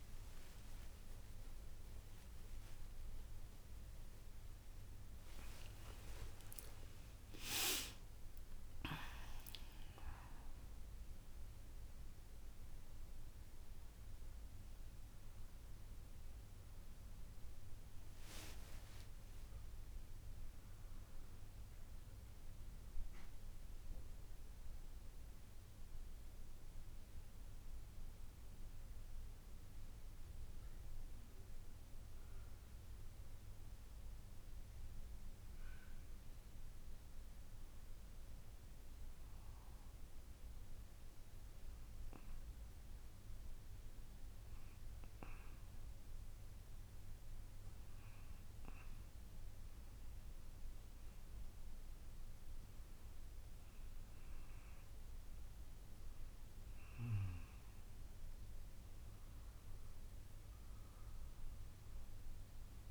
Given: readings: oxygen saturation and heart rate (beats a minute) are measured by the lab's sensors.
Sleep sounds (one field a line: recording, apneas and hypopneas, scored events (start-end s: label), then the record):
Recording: a person awake in a sleep study, by a room microphone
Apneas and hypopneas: none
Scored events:
9.00-62.91 s: new sleep stage, awake
From the record:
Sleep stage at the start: N1 (lightest sleep)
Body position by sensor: on the back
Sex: female